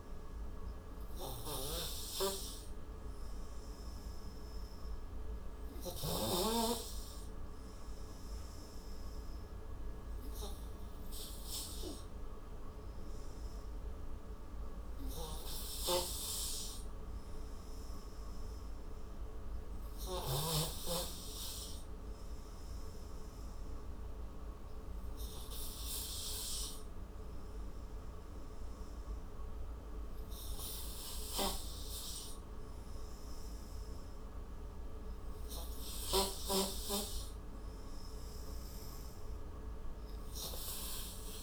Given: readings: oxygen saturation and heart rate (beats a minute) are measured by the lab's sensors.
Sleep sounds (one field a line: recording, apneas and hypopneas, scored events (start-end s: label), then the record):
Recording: breathing in sleep by a room microphone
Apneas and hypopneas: 1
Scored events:
15.50-20.50 s: snoring (device-marked)
23.00-34.00 s: obstructive apnea (oxygen 93% before, 90% lowest, heart rate 50 before, 59 extreme, up 25 after)
From the record:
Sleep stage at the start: N3 (deep sleep)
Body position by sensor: on the right side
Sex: male